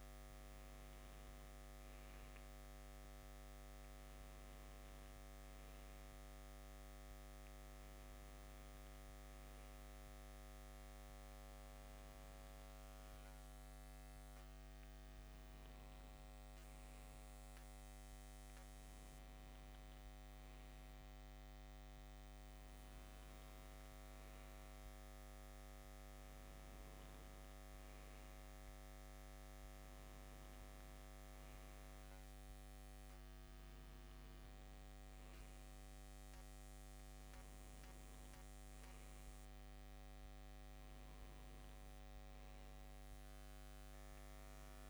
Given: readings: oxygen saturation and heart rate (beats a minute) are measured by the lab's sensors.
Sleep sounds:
breathing in sleep, hard to hear, by a microphone on the trachea; none
11.50-13.50 s: bradycardia (device-marked, heart rate 63 before, 60 extreme)
From the record:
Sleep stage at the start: N2 (light sleep); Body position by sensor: on the left side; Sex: male

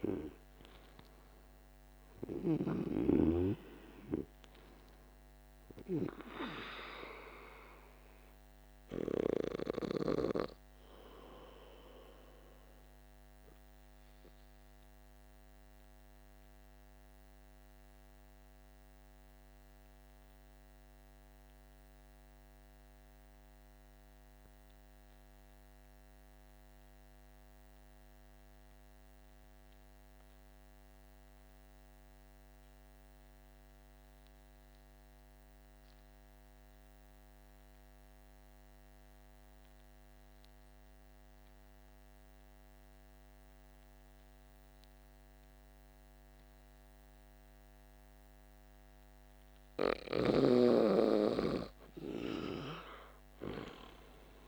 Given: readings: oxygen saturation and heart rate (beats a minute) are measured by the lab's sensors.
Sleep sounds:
breathing in sleep by a microphone on the trachea; 1
0.00-25.00 s: oxygen desaturation (device-marked, oxygen 77% lowest, heart rate 47 extreme)
14.00-49.00 s: obstructive apnea (oxygen 94% before, 77% lowest, heart rate 57 before, 46 extreme, up 12 after)
41.00-54.48 s: oxygen desaturation (device-marked, oxygen 99% before, 82% lowest, heart rate 48 before, 46 extreme)
52.00-54.48 s: arousal
From the record:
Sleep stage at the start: N2 (light sleep); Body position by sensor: on the back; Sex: male

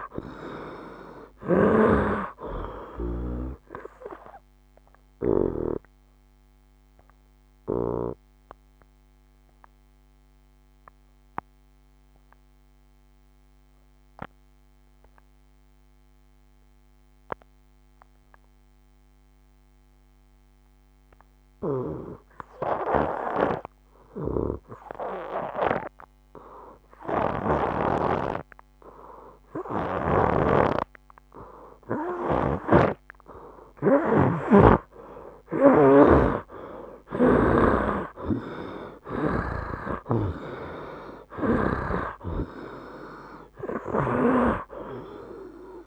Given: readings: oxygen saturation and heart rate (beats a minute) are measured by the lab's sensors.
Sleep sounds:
breathing in sleep by a microphone on the trachea; 1
0.00-23.50 s: oxygen desaturation (device-marked, oxygen 79% lowest, heart rate 65 extreme)
6.50-32.00 s: obstructive apnea (oxygen 98% before, 79% lowest, heart rate 77 before, 65 extreme, up 11 after)
29.50-39.50 s: snoring (device-marked)
29.50-45.87 s: oxygen desaturation (device-marked, oxygen 98% before, 80% lowest, heart rate 68 before, 67 extreme)
35.00-38.50 s: arousal
From the record:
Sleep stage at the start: N2 (light sleep); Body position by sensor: on the right side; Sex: male

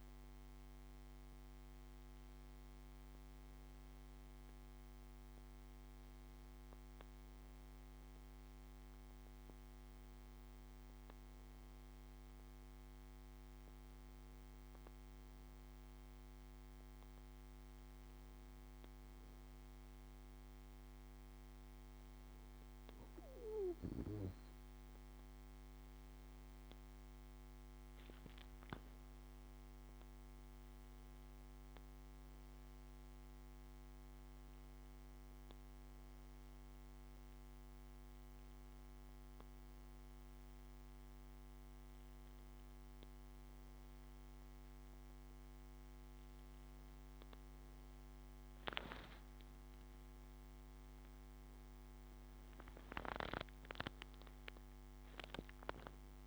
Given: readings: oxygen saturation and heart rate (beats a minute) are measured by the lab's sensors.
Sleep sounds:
breathing in sleep by a microphone on the trachea; none
49.50-53.00 s: arousal
From the record:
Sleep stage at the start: N1 (lightest sleep); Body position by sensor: on the back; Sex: male

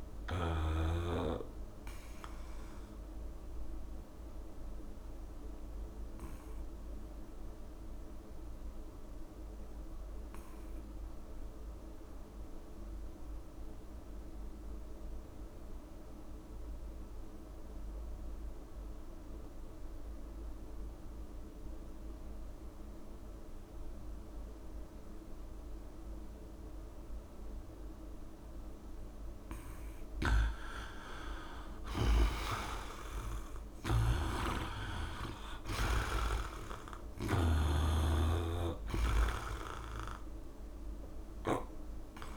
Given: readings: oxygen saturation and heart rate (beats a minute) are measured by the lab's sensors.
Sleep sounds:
breathing in sleep by a room microphone; 1
0.00-18.50 s: oxygen desaturation (device-marked, oxygen 81% lowest, heart rate 65 extreme)
4.00-29.00 s: obstructive apnea (oxygen 97% before, 79% lowest, heart rate 73 before, 65 extreme, up 13 after)
30.50-42.37 s: oxygen desaturation (device-marked, oxygen 98% before, 79% lowest, heart rate 69 before, 49 extreme)
31.00-35.50 s: arousal
34.00-37.50 s: snoring (device-marked)
35.50-37.50 s: long interval between heartbeats (device-marked, heart rate 69 before, 71 extreme)
37.50-39.50 s: long interval between heartbeats (device-marked, heart rate 69 before, 79 extreme)
From the record:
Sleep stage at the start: N2 (light sleep); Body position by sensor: on the back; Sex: male

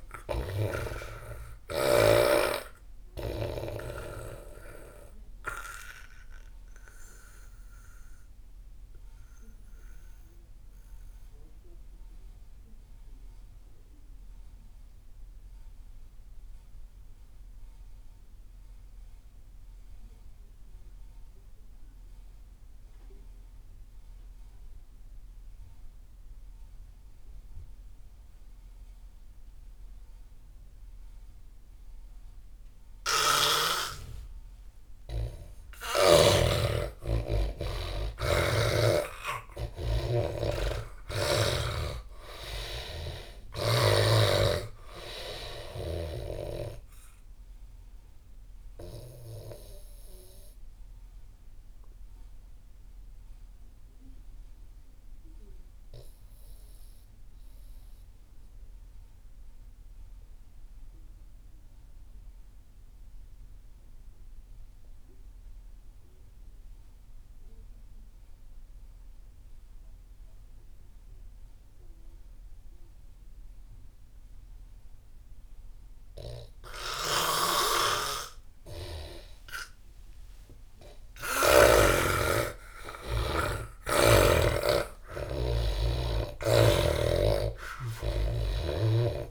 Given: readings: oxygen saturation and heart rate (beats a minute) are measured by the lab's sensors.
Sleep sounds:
breathing in sleep by a room microphone; 2
0.00-2.00 s: snoring (device-marked)
0.00-10.50 s: oxygen desaturation (device-marked, oxygen 86% lowest)
4.00-34.50 s: obstructive apnea (oxygen 98% before, 84% lowest)
28.50-57.50 s: oxygen desaturation (device-marked, oxygen 98% before, 84% lowest)
35.50-39.50 s: arousal
38.00-41.50 s: snoring (device-marked)
48.00-79.00 s: obstructive apnea (oxygen 98% before, 82% lowest)
73.50-89.31 s: oxygen desaturation (device-marked, oxygen 98% before, 84% lowest)
77.00-81.50 s: snoring (device-marked)
80.00-85.50 s: arousal
From the record:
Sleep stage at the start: N2 (light sleep); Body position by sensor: on the back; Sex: male

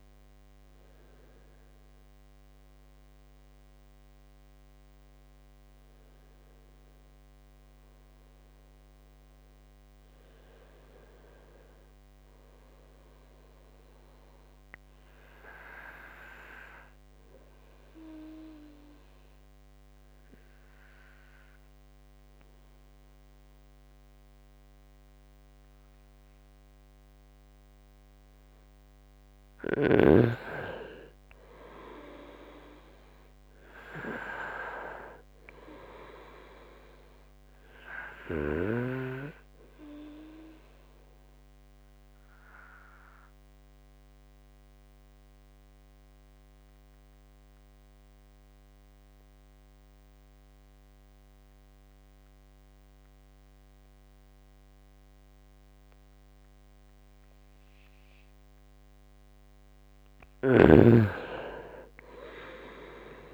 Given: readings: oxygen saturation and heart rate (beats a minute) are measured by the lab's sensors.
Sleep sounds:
breathing in sleep by a microphone on the trachea; 2
13.00-26.50 s: obstructive apnea (oxygen 98% before, 89% lowest, heart rate 76 before, 67 extreme, up 3 after)
13.50-28.50 s: oxygen desaturation (device-marked, oxygen 98% before, 94% lowest, heart rate 75 before, 67 extreme)
29.50-34.00 s: arousal
30.50-54.50 s: oxygen desaturation (device-marked, oxygen 95% before, 91% lowest, heart rate 72 before, 67 extreme)
41.00-58.00 s: obstructive apnea (oxygen 97% before, 89% lowest, heart rate 72 before, 67 extreme, up 5 after)
59.50-63.33 s: arousal
From the record:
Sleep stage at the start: N2 (light sleep); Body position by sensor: on the right side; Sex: male

